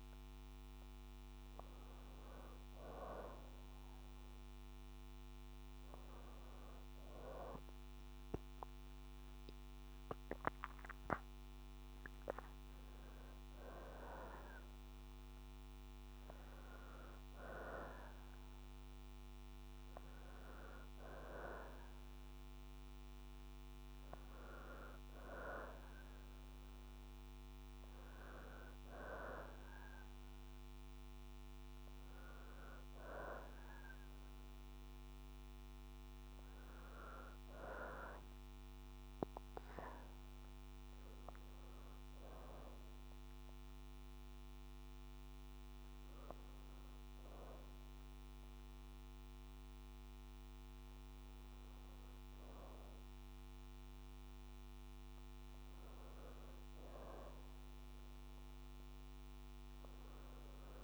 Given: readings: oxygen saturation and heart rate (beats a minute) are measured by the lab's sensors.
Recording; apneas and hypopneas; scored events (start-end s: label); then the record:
breathing in sleep by a microphone on the trachea; none
7.00-21.00 s: oxygen desaturation (device-marked, oxygen 96% before, 93% lowest, heart rate 61 before, 61 extreme)
From the record:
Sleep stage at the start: N2 (light sleep); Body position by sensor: on the back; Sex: female